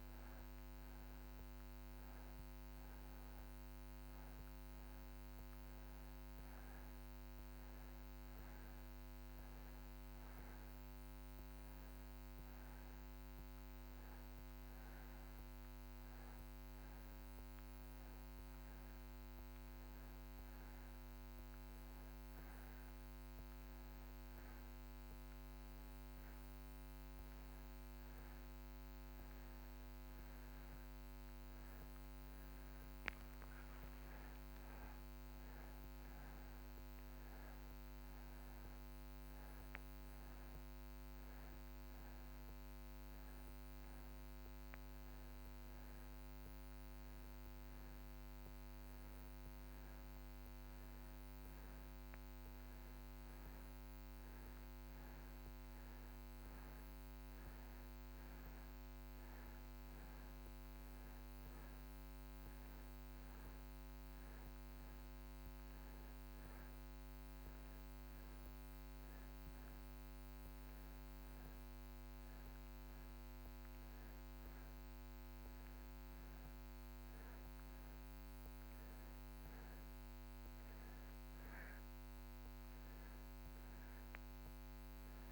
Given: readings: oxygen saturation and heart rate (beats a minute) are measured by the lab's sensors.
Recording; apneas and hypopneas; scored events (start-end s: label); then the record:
breathing in sleep, hard to hear, by a microphone on the trachea; none
4.00-26.00 s: oxygen desaturation (device-marked, oxygen 96% before, 91% lowest)
From the record:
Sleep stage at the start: N2 (light sleep); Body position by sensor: on the back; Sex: male